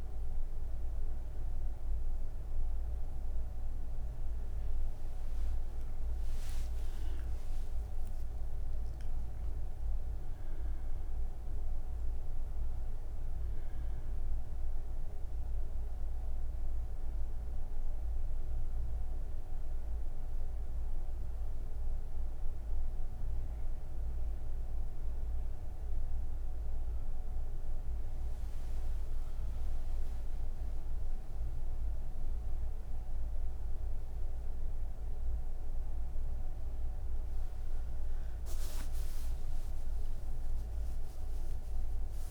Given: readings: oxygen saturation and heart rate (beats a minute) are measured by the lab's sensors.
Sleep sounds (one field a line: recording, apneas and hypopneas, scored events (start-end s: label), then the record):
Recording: breathing in sleep, hard to hear, by a room microphone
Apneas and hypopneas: none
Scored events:
41.00-42.31 s: oxygen desaturation (device-marked, oxygen 98% before, 93% lowest)
From the record:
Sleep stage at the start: N1 (lightest sleep)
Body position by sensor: on the right side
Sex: female